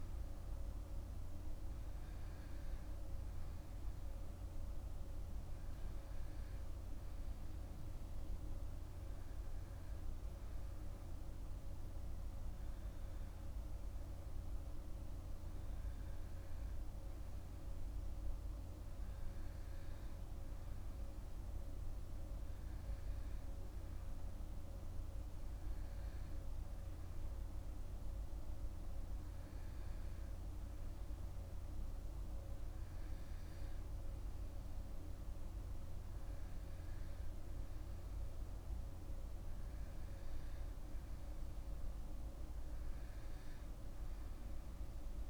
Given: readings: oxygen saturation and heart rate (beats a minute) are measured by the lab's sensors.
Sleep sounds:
breathing in sleep, hard to hear, by a room microphone; none
none scored
From the record:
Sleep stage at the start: N2 (light sleep); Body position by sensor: on the back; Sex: male

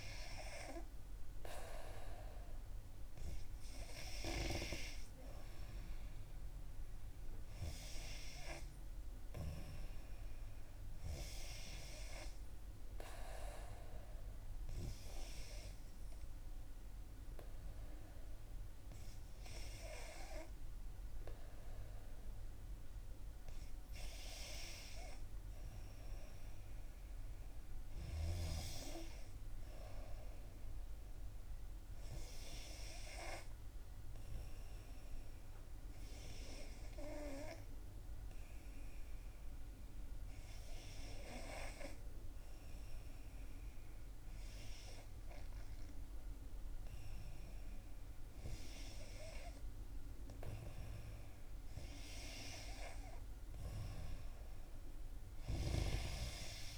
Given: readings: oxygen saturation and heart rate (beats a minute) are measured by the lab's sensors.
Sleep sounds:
breathing in sleep by a room microphone; 2
6.00-10.00 s: arousal
13.00-24.00 s: obstructive apnea (oxygen 91% before, 89% lowest, heart rate 66 before, 61 extreme, up 3 after)
26.50-30.00 s: arousal
33.00-47.00 s: hypopnea (oxygen 92% before, 89% lowest, heart rate 64 before, 61 extreme, up 5 after)
37.50-39.50 s: long interval between heartbeats (device-marked, heart rate 63 before, 63 extreme)
48.50-52.50 s: arousal
From the record:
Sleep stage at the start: N2 (light sleep); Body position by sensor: on the back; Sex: female

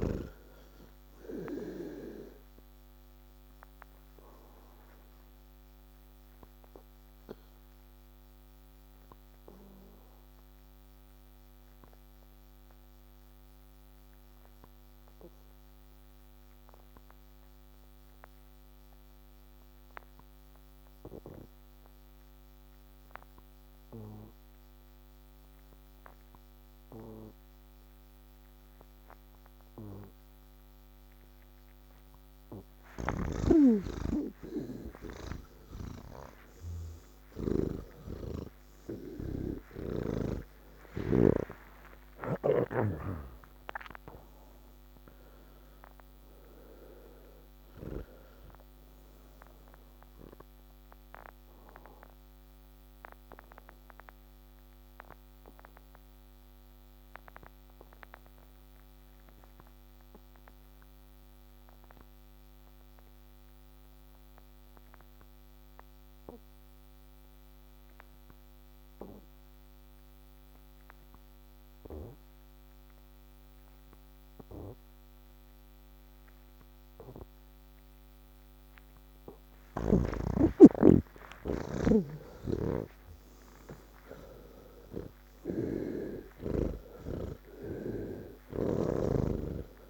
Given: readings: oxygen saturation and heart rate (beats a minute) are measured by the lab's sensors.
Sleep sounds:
breathing in sleep by a microphone on the trachea; 2
0.00-18.50 s: oxygen desaturation (device-marked, oxygen 85% lowest, heart rate 37 extreme)
4.50-31.00 s: hypopnea (oxygen 99% before, 82% lowest, heart rate 118 before, 37 extreme)
32.50-65.50 s: oxygen desaturation (device-marked, oxygen 98% before, 82% lowest, heart rate 63 before, 39 extreme)
38.00-41.50 s: snoring (device-marked)
52.50-79.50 s: obstructive apnea (oxygen 98% before, 79% lowest, heart rate 102 before, 47 extreme)
76.50-89.90 s: oxygen desaturation (device-marked, oxygen 99% before, 79% lowest)
82.50-89.00 s: snoring (device-marked)
From the record:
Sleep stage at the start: N1 (lightest sleep); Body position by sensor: on the back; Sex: male

